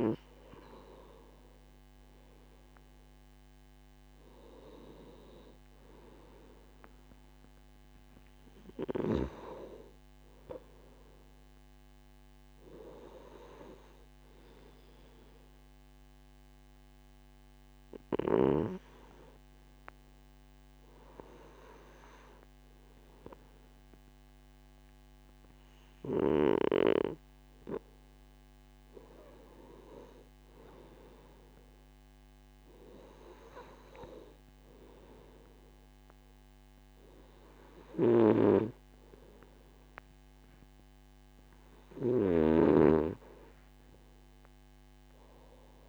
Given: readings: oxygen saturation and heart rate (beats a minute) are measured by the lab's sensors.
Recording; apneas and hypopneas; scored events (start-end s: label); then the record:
breathing in sleep by a microphone on the trachea; 1
15.00-28.00 s: hypopnea (oxygen 94% before, 92% lowest, heart rate 59 before, 58 extreme, up 2 after)
30.50-34.50 s: arousal
From the record:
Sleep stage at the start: N2 (light sleep); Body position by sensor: on the right side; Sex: male